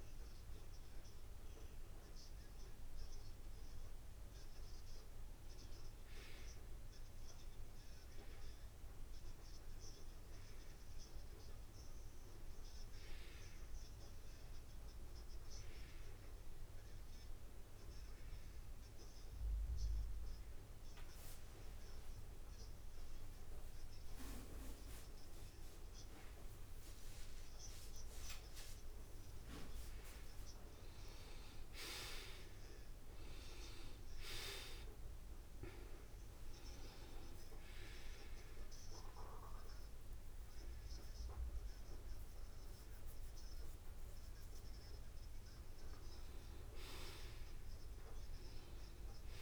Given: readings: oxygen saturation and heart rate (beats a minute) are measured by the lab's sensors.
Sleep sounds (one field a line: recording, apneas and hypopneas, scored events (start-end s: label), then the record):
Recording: breathing in sleep by a room microphone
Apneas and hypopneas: 1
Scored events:
7.50-11.50 s: arousal
18.50-30.00 s: hypopnea (oxygen 95% before, 90% lowest, heart rate 74 before, 76 extreme, up 18 after)
29.50-31.50 s: long interval between heartbeats (device-marked, heart rate 76 before, 89 extreme)
31.00-34.00 s: arousal
38.50-47.50 s: oxygen desaturation (device-marked, oxygen 93% before, 90% lowest, heart rate 82 before, 75 extreme)
From the record:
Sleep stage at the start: N2 (light sleep)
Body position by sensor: on the back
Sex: male